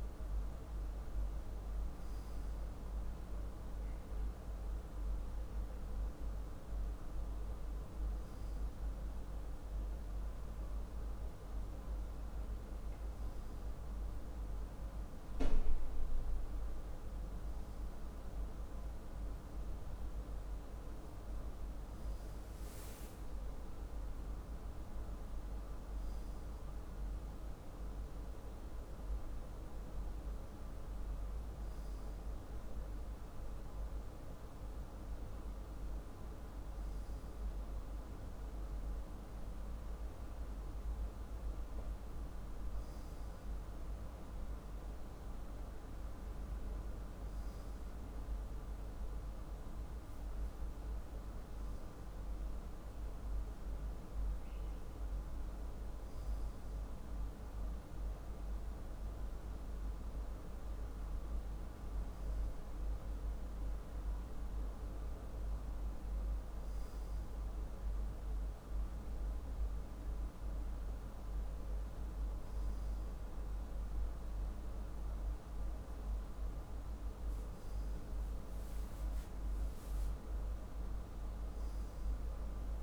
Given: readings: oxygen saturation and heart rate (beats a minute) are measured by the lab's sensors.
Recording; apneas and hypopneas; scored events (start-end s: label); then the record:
breathing in sleep, hard to hear, by a room microphone; none
17.50-22.00 s: arousal
From the record:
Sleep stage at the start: N2 (light sleep); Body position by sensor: on the left side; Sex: male